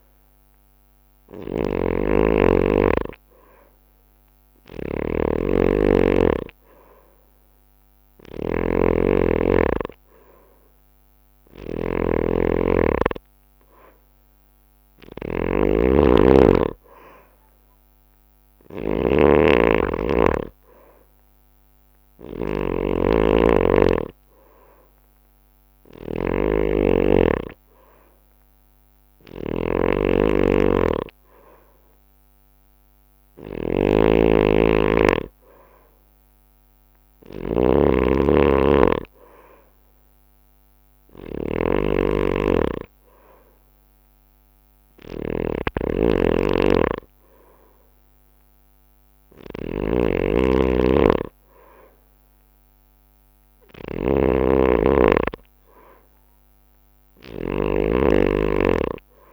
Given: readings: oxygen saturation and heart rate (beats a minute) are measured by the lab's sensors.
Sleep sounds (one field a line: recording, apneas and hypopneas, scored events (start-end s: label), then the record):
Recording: breathing in sleep by a microphone on the trachea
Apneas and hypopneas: none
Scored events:
0.00-59.33 s: snoring (device-marked)
From the record:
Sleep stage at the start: N2 (light sleep)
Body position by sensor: on the right side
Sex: male